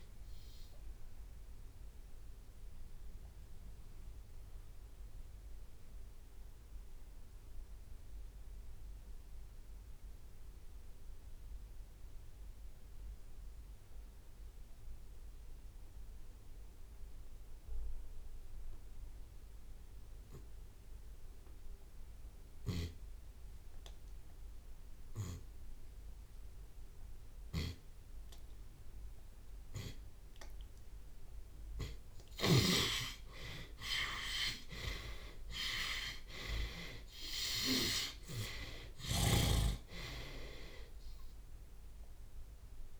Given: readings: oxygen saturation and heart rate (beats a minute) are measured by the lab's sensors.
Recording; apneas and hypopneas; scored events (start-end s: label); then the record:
breathing in sleep by a room microphone; 1
0.00-3.00 s: drop in pulse transit time (device-marked)
0.00-27.00 s: oxygen desaturation (device-marked, oxygen 69% lowest)
0.50-30.00 s: obstructive apnea (oxygen 96% before, 69% lowest)
5.00-7.00 s: long interval between heartbeats (device-marked, heart rate 63 before, 38 extreme)
24.50-26.50 s: long interval between heartbeats (device-marked)
31.50-37.00 s: arousal
34.50-36.50 s: long interval between heartbeats (device-marked)
38.00-43.00 s: drop in pulse transit time (device-marked, heart rate 38 before, 79 extreme)
38.00-43.00 s: oxygen desaturation (device-marked, oxygen 95% before, 70% lowest)
40.00-42.00 s: long interval between heartbeats (device-marked, heart rate 45 before, 79 extreme)
From the record:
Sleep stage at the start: REM sleep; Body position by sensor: on the left side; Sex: male